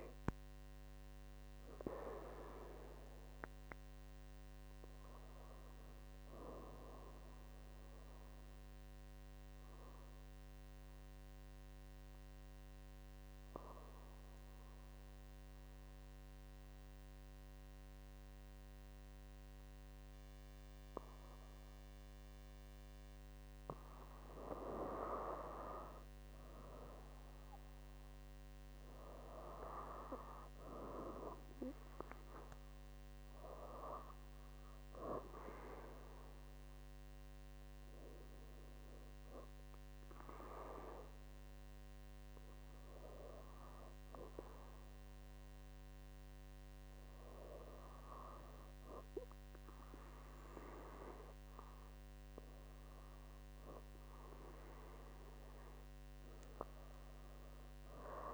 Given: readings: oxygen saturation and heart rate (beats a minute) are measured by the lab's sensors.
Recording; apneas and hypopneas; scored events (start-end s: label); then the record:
breathing in sleep by a microphone on the trachea; 2
0.00-10.00 s: oxygen desaturation (device-marked, oxygen 94% lowest, heart rate 62 extreme)
7.00-23.50 s: obstructive apnea (oxygen 98% before, 94% lowest, heart rate 71 before, 62 extreme, up 9 after)
25.00-29.00 s: arousal
35.50-50.00 s: hypopnea (oxygen 99% before, 96% lowest, heart rate 67 before, 61 extreme, up 4 after)
50.50-54.00 s: arousal
From the record:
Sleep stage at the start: N2 (light sleep); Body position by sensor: on the back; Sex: female